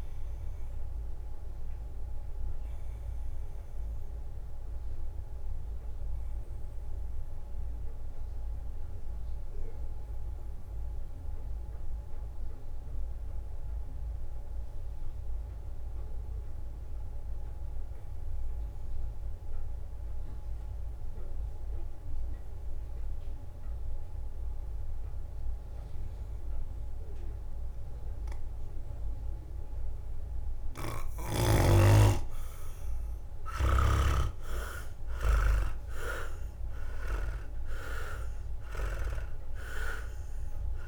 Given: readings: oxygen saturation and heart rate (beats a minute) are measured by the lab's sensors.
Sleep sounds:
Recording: breathing in sleep by a room microphone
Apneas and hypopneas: 1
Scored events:
0.00-2.50 s: drop in pulse transit time (device-marked, heart rate 58 extreme)
0.00-18.50 s: oxygen desaturation (device-marked, oxygen 90% lowest, heart rate 57 extreme)
0.50-28.50 s: mixed apnea (oxygen 100% before, 89% lowest, heart rate 67 before, 57 extreme, up 7 after)
31.50-40.88 s: drop in pulse transit time (device-marked, heart rate 62 before, 65 extreme)
32.50-37.50 s: leg movement (device-marked)
32.50-40.88 s: oxygen desaturation (device-marked, oxygen 100% before, 89% lowest, heart rate 63 before, 57 extreme)
33.00-37.50 s: arousal
From the record:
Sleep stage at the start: N2 (light sleep)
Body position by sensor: on the back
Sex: male

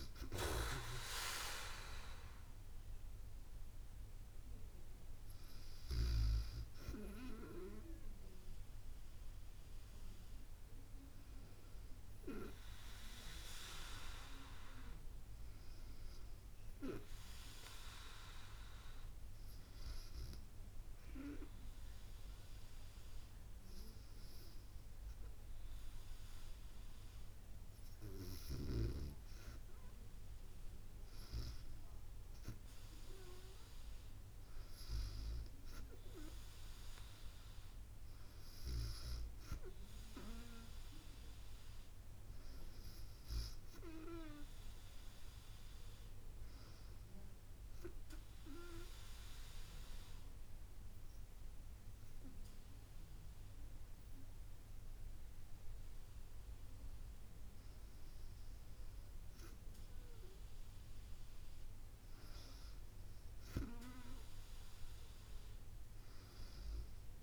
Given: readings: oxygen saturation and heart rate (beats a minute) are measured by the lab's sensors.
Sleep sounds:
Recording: breathing in sleep by a room microphone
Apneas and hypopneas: 2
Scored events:
19.50-31.00 s: hypopnea (oxygen 97% before, 94% lowest, heart rate 74 before, 69 extreme, up 0 after)
35.50-40.50 s: arousal
48.00-59.50 s: obstructive apnea (oxygen 97% before, 94% lowest, heart rate 71 before, 69 extreme, up 3 after)
61.50-66.00 s: arousal
From the record:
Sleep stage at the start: REM sleep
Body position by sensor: on the back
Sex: female

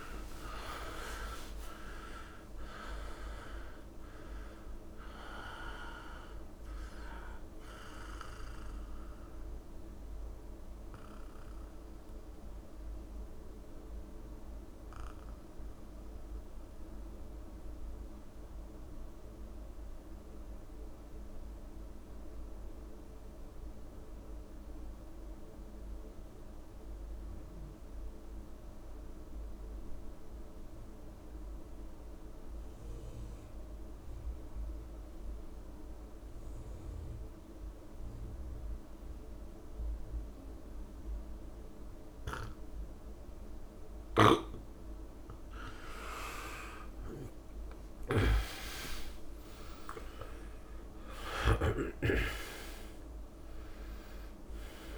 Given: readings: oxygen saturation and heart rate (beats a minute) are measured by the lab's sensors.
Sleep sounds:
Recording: breathing in sleep by a room microphone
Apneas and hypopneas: 1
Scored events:
0.00-23.50 s: oxygen desaturation (device-marked, oxygen 83% lowest)
8.00-44.00 s: mixed apnea (oxygen 99% before, 80% lowest)
36.50-54.98 s: oxygen desaturation (device-marked, oxygen 99% before, 80% lowest)
46.50-51.50 s: arousal
From the record:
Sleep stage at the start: N2 (light sleep)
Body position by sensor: on the back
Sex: male

